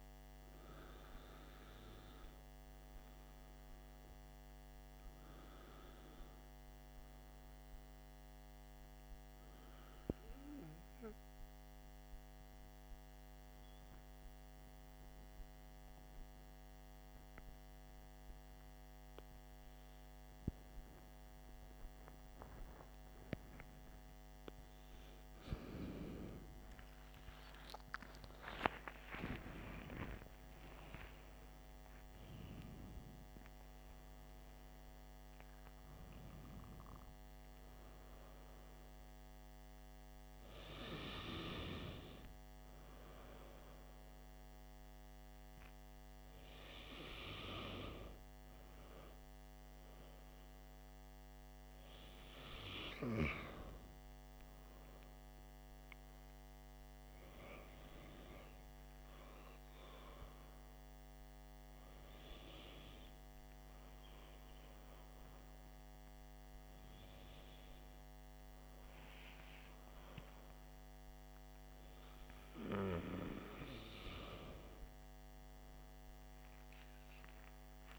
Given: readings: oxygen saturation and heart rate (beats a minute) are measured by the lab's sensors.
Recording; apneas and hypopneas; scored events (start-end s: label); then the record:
breathing in sleep by a microphone on the trachea; 2
8.50-25.00 s: hypopnea (oxygen 96% before, 90% lowest, heart rate 56 before, 52 extreme, up 17 after)
15.50-54.50 s: oxygen desaturation (device-marked, oxygen 95% before, 90% lowest, heart rate 56 before, 52 extreme)
26.00-30.50 s: arousal
53.00-71.50 s: hypopnea (oxygen 95% before, 92% lowest, heart rate 58 before, 52 extreme, up 11 after)
75.50-77.99 s: arousal
From the record:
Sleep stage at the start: N2 (light sleep); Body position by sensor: on the back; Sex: male